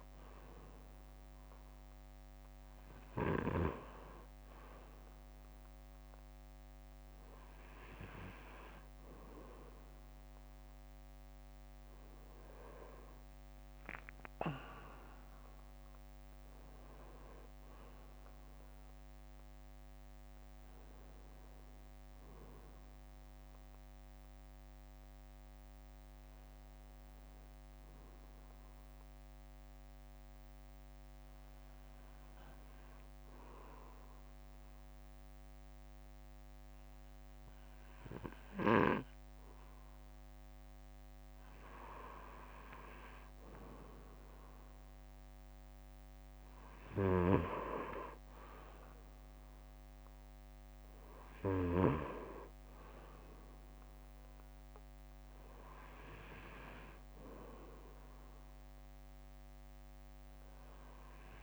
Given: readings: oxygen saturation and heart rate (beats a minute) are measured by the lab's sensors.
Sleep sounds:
breathing in sleep by a microphone on the trachea; 1
0.00-5.00 s: arousal
24.00-26.00 s: bradycardia (device-marked, heart rate 64 before, 59 extreme)
27.00-39.50 s: hypopnea (oxygen 96% before, 94% lowest, heart rate 61 before, 57 extreme, up 4 after)
29.00-31.00 s: bradycardia (device-marked, heart rate 64 before, 63 extreme)
33.00-35.00 s: bradycardia (device-marked, heart rate 64 before, 57 extreme)
41.50-45.50 s: arousal
52.00-54.00 s: bradycardia (device-marked, heart rate 64 before, 60 extreme)
56.00-58.00 s: bradycardia (device-marked, heart rate 64 before, 58 extreme)
From the record:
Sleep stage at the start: N2 (light sleep); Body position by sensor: on the back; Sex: male

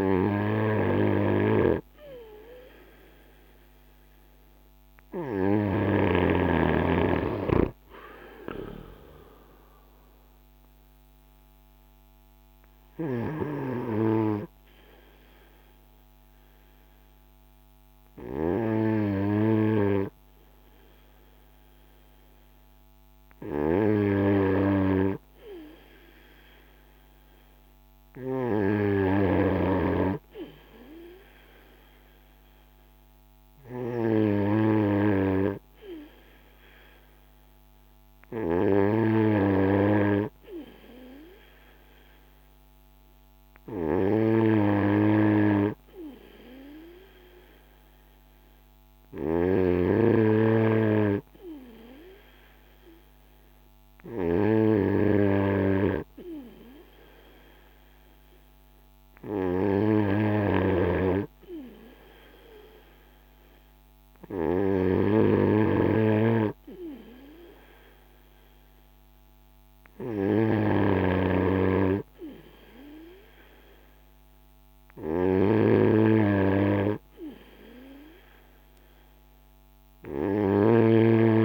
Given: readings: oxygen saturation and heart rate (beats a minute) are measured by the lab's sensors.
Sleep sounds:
breathing in sleep by a microphone on the trachea; none
70.00-81.45 s: new sleep stage, N2 (light sleep)
From the record:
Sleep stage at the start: N3 (deep sleep); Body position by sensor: on the front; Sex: male

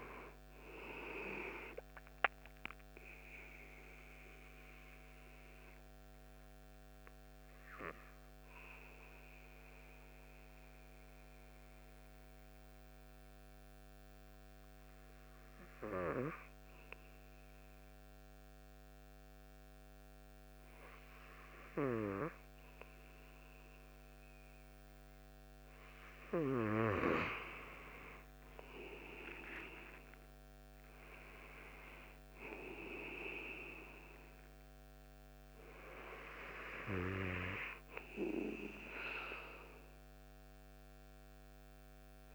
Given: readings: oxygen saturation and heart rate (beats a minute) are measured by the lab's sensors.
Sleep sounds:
breathing in sleep by a microphone on the trachea; 1
0.00-1.00 s: arousal
4.00-24.50 s: obstructive apnea (oxygen 97% before, 93% lowest)
26.50-31.50 s: arousal
From the record:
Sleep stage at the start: N2 (light sleep); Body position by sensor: on the right side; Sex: male

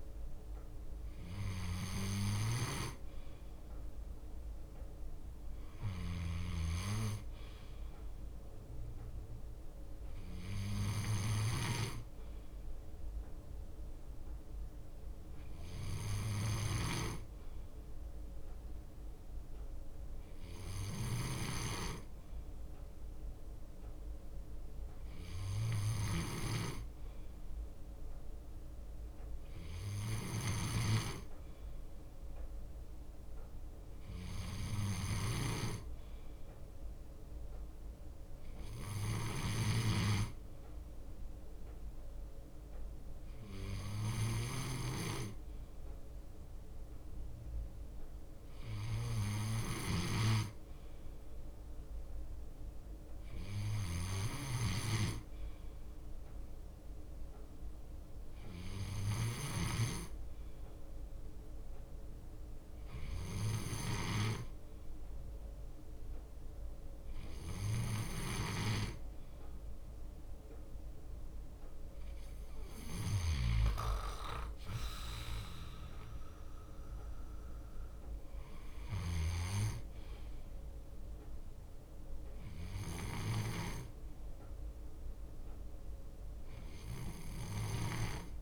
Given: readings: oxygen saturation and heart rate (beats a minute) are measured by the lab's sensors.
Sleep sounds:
breathing in sleep by a room microphone; none
2.00-7.00 s: leg movement (device-marked)
9.50-16.00 s: leg movement (device-marked)
11.00-24.00 s: bradycardia (device-marked, heart rate 59 before, 59 extreme)
20.00-23.00 s: leg movement (device-marked)
25.00-31.00 s: leg movement (device-marked)
34.00-40.00 s: leg movement (device-marked)
41.00-47.50 s: leg movement (device-marked)
49.00-55.50 s: leg movement (device-marked)
56.00-62.50 s: leg movement (device-marked)
63.00-66.00 s: bradycardia (device-marked, heart rate 59 before, 59 extreme)
63.50-70.50 s: leg movement (device-marked)
72.50-82.00 s: leg movement (device-marked)
84.00-88.42 s: bradycardia (device-marked, heart rate 60 before, 58 extreme)
From the record:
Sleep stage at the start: N2 (light sleep); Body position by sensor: on the left side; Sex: male

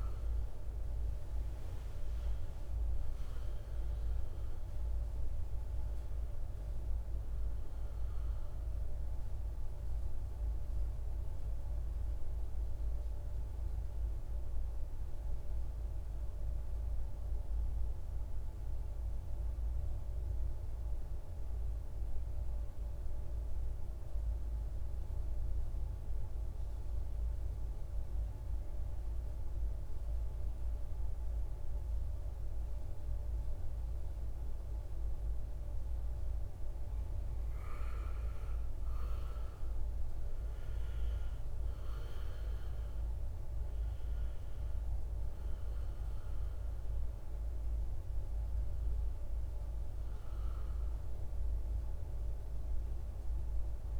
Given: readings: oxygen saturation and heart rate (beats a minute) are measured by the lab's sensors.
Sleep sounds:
breathing in sleep, hard to hear, by a room microphone; 1
0.00-3.50 s: arousal
2.50-23.50 s: oxygen desaturation (device-marked, oxygen 97% before, 92% lowest, heart rate 56 before, 50 extreme)
13.00-34.00 s: mixed apnea (oxygen 97% before, 91% lowest, heart rate 59 before, 51 extreme, up 17 after)
37.50-42.00 s: arousal
38.50-53.99 s: oxygen desaturation (device-marked, oxygen 98% before, 91% lowest, heart rate 54 before, 52 extreme)
From the record:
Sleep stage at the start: N2 (light sleep); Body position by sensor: on the right side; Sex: male

